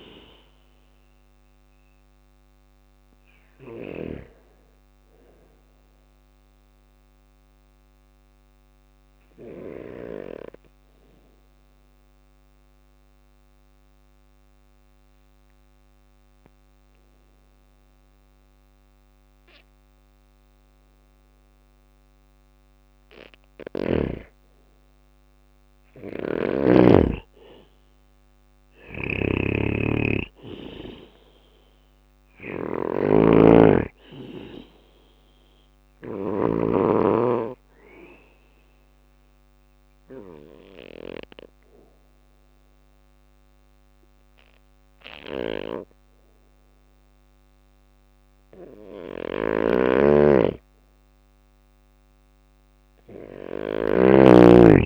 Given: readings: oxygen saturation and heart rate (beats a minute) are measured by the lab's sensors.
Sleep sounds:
breathing in sleep by a microphone on the trachea; 2
0.00-5.50 s: drop in pulse transit time (device-marked, heart rate 61 extreme)
0.00-5.50 s: oxygen desaturation (device-marked, oxygen 92% lowest, heart rate 59 extreme)
2.00-4.00 s: long interval between heartbeats (device-marked, heart rate 62 before, 71 extreme)
6.00-23.00 s: obstructive apnea (oxygen 99% before, 93% lowest, heart rate 63 before, 59 extreme, up 1 after)
25.00-28.50 s: arousal
27.50-29.50 s: bradycardia (device-marked, heart rate 60 before, 61 extreme)
27.50-35.50 s: snoring (device-marked)
28.50-50.50 s: oxygen desaturation (device-marked, oxygen 98% before, 93% lowest, heart rate 61 before, 59 extreme)
35.50-37.50 s: bradycardia (device-marked, heart rate 60 before, 60 extreme)
37.50-50.00 s: obstructive apnea (oxygen 99% before, 92% lowest, heart rate 60 before, 59 extreme, up 3 after)
38.50-47.50 s: bradycardia (device-marked, heart rate 60 before, 59 extreme)
48.00-54.85 s: snoring (device-marked)
50.50-54.85 s: drop in pulse transit time (device-marked, heart rate 59 before, 60 extreme)
From the record:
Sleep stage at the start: N2 (light sleep); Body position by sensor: on the back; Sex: male

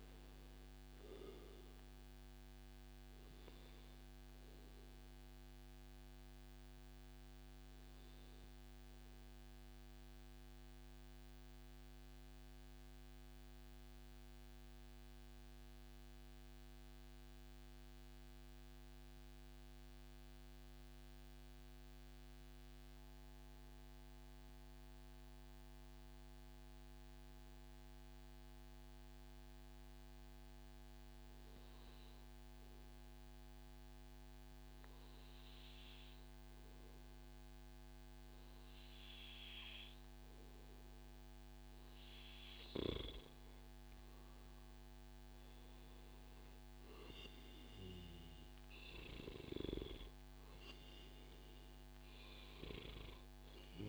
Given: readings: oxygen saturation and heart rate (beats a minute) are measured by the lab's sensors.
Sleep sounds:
breathing in sleep by a microphone on the trachea; 1
4.50-41.00 s: mixed apnea (oxygen 97% before, 94% lowest, heart rate 134 before, 94 extreme, up 1 after)
43.00-46.50 s: arousal
44.00-51.00 s: oxygen desaturation (device-marked, oxygen 98% before, 95% lowest, heart rate 141 before, 123 extreme)
From the record:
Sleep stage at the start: N2 (light sleep); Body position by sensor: on the back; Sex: male

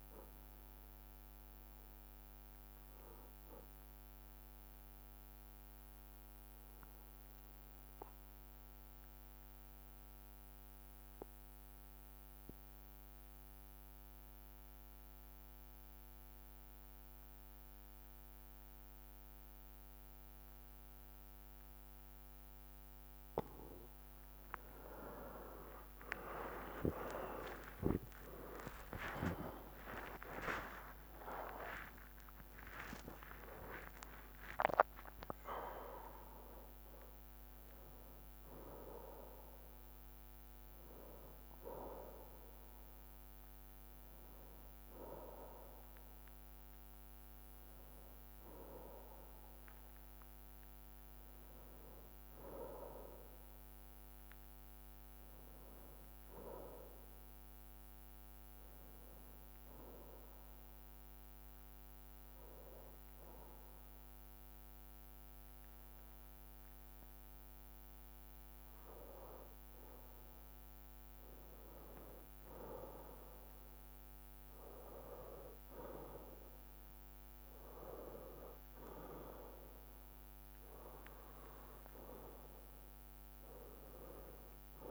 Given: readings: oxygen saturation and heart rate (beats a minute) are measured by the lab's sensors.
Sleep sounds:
breathing in sleep by a microphone on the trachea; 2
3.50-24.00 s: obstructive apnea (oxygen 97% before, 94% lowest, heart rate 67 before, 56 extreme, up 50 after)
8.50-24.50 s: bradycardia (device-marked, heart rate 60 before, 56 extreme)
23.50-35.50 s: oxygen desaturation (device-marked, oxygen 98% before, 94% lowest, heart rate 60 before, 64 extreme)
25.50-26.50 s: drop in pulse transit time (device-marked, heart rate 59 before, 57 extreme)
25.50-32.50 s: arousal
26.50-31.50 s: tachycardia (device-marked, heart rate 60 before, 105 extreme)
26.50-56.50 s: new sleep stage, N1 (lightest sleep)
29.50-31.50 s: long interval between heartbeats (device-marked, heart rate 60 before, 104 extreme)
29.50-40.50 s: drop in pulse transit time (device-marked, heart rate 60 before, 69 extreme)
56.50-84.90 s: new sleep stage, N2 (light sleep)
59.50-69.50 s: obstructive apnea (oxygen 99% before, 94% lowest, heart rate 65 before, 58 extreme, up 1 after)
71.50-84.90 s: oxygen desaturation (device-marked, oxygen 98% before, 95% lowest, heart rate 63 before, 58 extreme)
72.00-76.00 s: arousal
74.50-84.90 s: drop in pulse transit time (device-marked, heart rate 63 before, 58 extreme)
76.50-79.50 s: bradycardia (device-marked, heart rate 60 before, 60 extreme)
From the record:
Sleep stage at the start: N2 (light sleep); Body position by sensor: on the right side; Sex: male

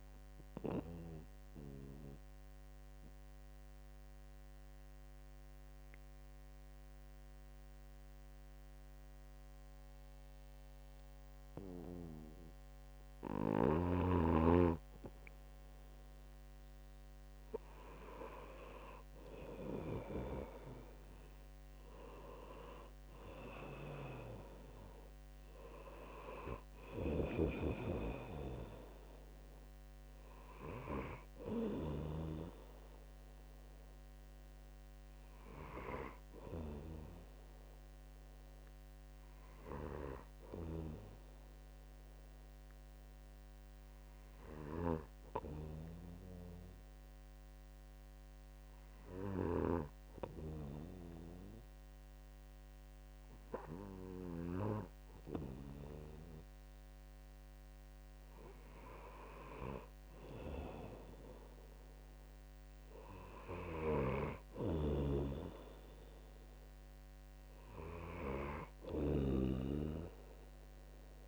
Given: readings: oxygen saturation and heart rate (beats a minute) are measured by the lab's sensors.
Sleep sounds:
breathing in sleep by a microphone on the trachea; 2
0.50-14.50 s: mixed apnea (oxygen 97% before, 93% lowest, heart rate 65 before, 63 extreme, up 2 after)
16.50-20.00 s: arousal
16.50-44.50 s: oxygen desaturation (device-marked, oxygen 97% before, 93% lowest, heart rate 64 before, 63 extreme)
28.00-33.00 s: snoring (device-marked)
44.50-59.00 s: hypopnea (oxygen 97% before, 95% lowest, heart rate 64 before, 62 extreme, up 2 after)
62.00-65.00 s: arousal
64.50-70.00 s: snoring (device-marked)
From the record:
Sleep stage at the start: N2 (light sleep); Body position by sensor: on the right side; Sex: male

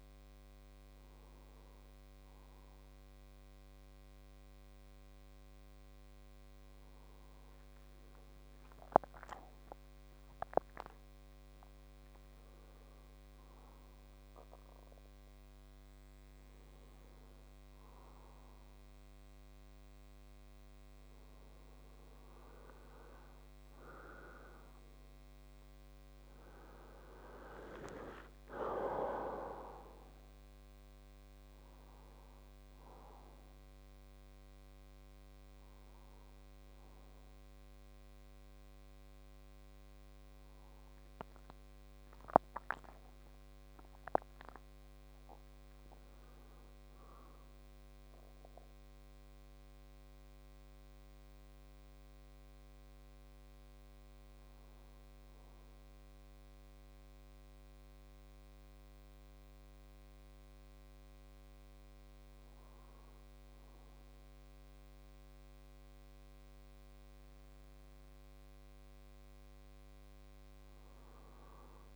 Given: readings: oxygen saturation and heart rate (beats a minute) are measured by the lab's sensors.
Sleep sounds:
breathing in sleep by a microphone on the trachea; 1
26.00-30.00 s: arousal
49.00-62.50 s: hypopnea (oxygen 99% before, 95% lowest, heart rate 121 before, 97 extreme)
64.50-68.00 s: arousal
65.50-71.96 s: oxygen desaturation (device-marked, oxygen 99% before, 96% lowest, heart rate 127 before, 105 extreme)
From the record:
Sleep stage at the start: N1 (lightest sleep); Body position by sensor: on the right side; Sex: male

